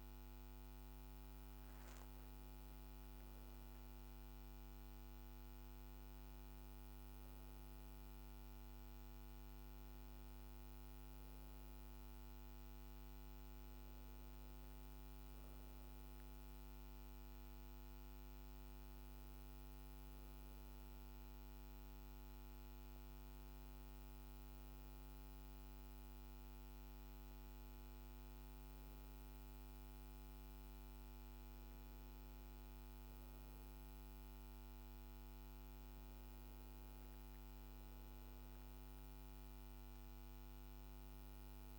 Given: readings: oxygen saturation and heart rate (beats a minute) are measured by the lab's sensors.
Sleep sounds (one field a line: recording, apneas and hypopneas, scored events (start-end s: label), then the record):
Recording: breathing in sleep, hard to hear, by a microphone on the trachea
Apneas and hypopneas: none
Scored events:
none scored
From the record:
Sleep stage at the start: N1 (lightest sleep)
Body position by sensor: on the back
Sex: female